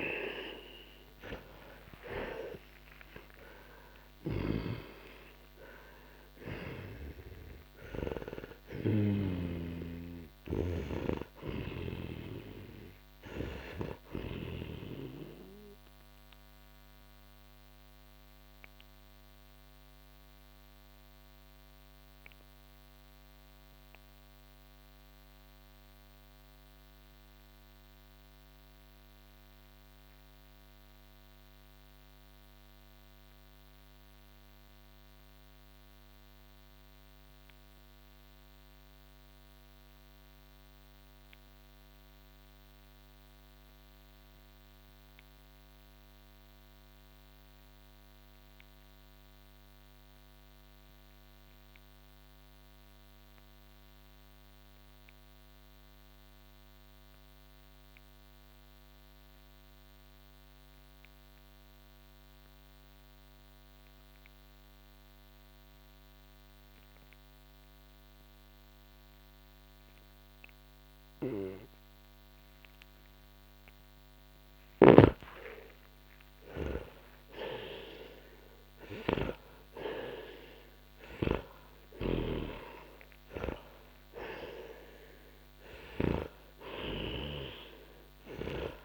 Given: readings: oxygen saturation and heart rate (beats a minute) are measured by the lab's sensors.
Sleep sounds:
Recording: breathing in sleep by a microphone on the trachea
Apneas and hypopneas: 1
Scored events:
0.00-5.00 s: arousal
0.00-5.00 s: snoring (device-marked)
0.00-43.00 s: oxygen desaturation (device-marked, oxygen 84% lowest, heart rate 42 extreme)
17.50-72.50 s: obstructive apnea (oxygen 96% before, 84% lowest, heart rate 69 before, 42 extreme, up 16 after)
70.00-88.85 s: oxygen desaturation (device-marked, oxygen 98% before, 88% lowest, heart rate 50 before, 39 extreme)
74.50-79.00 s: arousal
74.50-88.85 s: snoring (device-marked)
From the record:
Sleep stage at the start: N2 (light sleep)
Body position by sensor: on the back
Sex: male

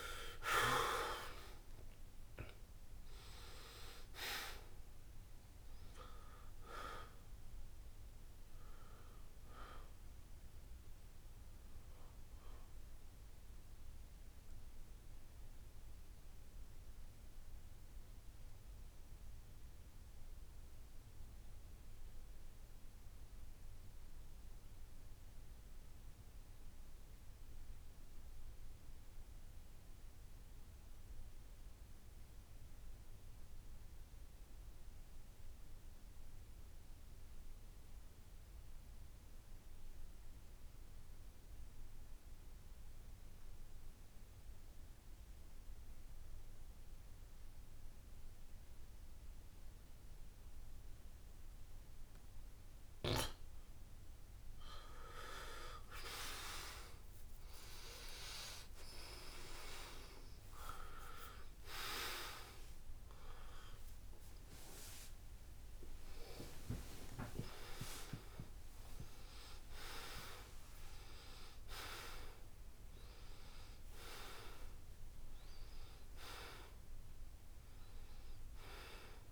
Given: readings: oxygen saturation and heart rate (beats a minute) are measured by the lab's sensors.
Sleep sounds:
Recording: breathing in sleep by a room microphone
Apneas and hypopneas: 1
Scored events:
0.00-1.00 s: arousal
0.00-14.00 s: oxygen desaturation (device-marked, oxygen 80% lowest, heart rate 63 extreme)
17.50-53.00 s: obstructive apnea (oxygen 88% before, 79% lowest, heart rate 74 before, 63 extreme, up 13 after)
43.00-79.31 s: oxygen desaturation (device-marked, oxygen 97% before, 79% lowest, heart rate 66 before, 69 extreme)
56.00-79.31 s: new sleep stage, N1 (lightest sleep)
56.50-60.00 s: arousal
60.00-62.00 s: long interval between heartbeats (device-marked, heart rate 70 before, 81 extreme)
From the record:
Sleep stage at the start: N2 (light sleep)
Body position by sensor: on the back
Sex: male

